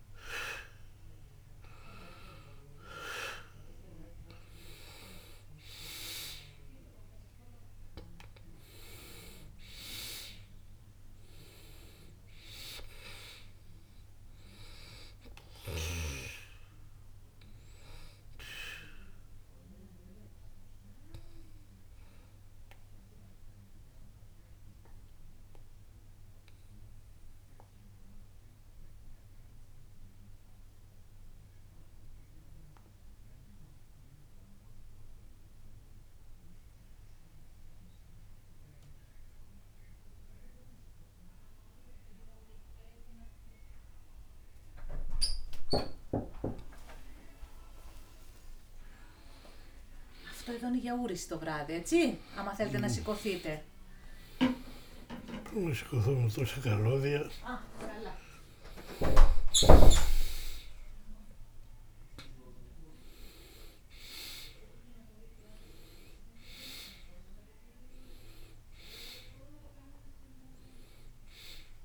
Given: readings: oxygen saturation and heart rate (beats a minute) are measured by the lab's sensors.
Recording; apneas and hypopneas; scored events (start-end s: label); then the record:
breathing in sleep by a room microphone; 1
2.00-36.00 s: oxygen desaturation (device-marked, oxygen 97% before, 83% lowest, heart rate 62 before, 61 extreme)
19.00-46.50 s: obstructive apnea (oxygen 97% before, 83% lowest, heart rate 61 before, 61 extreme, up 0 after)
48.00-53.00 s: arousal
58.00-71.85 s: oxygen desaturation (device-marked, oxygen 97% before, 85% lowest, heart rate 61 before, 60 extreme)
From the record:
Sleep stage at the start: N2 (light sleep); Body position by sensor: on the back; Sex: male